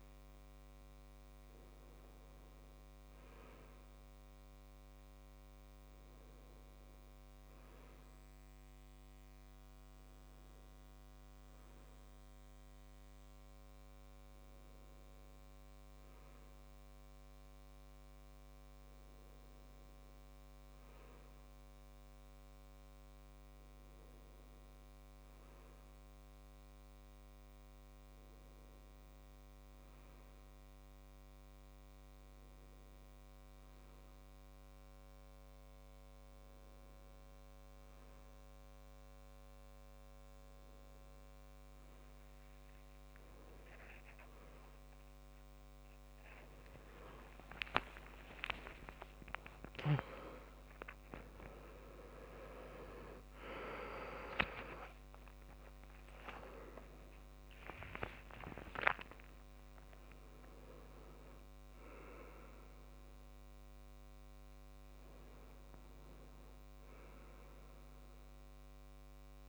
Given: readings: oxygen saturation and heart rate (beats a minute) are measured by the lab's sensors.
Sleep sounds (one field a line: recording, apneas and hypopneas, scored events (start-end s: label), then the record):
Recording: breathing in sleep by a microphone on the trachea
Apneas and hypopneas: none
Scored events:
44.00-50.00 s: tachycardia (device-marked, heart rate 79 before, 104 extreme)
47.00-49.00 s: long interval between heartbeats (device-marked, heart rate 78 before, 102 extreme)
53.00-59.00 s: tachycardia (device-marked, heart rate 80 before, 102 extreme)
53.00-69.49 s: new sleep stage, awake
56.00-58.00 s: long interval between heartbeats (device-marked, heart rate 89 before, 102 extreme)
From the record:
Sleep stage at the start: N1 (lightest sleep)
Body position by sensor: on the right side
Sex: male